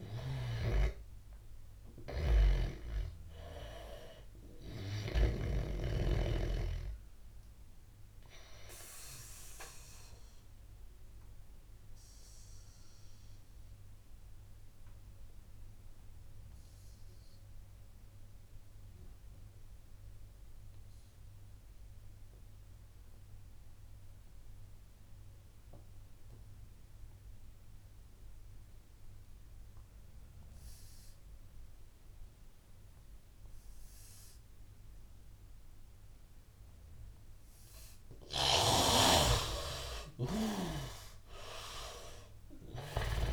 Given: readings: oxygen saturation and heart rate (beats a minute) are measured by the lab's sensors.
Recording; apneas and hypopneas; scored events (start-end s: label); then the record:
breathing in sleep by a room microphone; 1
0.00-5.50 s: snoring (device-marked)
0.00-16.00 s: oxygen desaturation (device-marked, oxygen 86% lowest, heart rate 81 extreme)
7.50-38.50 s: obstructive apnea (oxygen 100% before, 81% lowest, heart rate 91 before, 81 extreme, up 10 after)
30.00-43.32 s: oxygen desaturation (device-marked, oxygen 99% before, 81% lowest, heart rate 86 before, 78 extreme)
40.50-43.32 s: arousal
From the record:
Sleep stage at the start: N2 (light sleep); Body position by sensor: on the back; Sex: male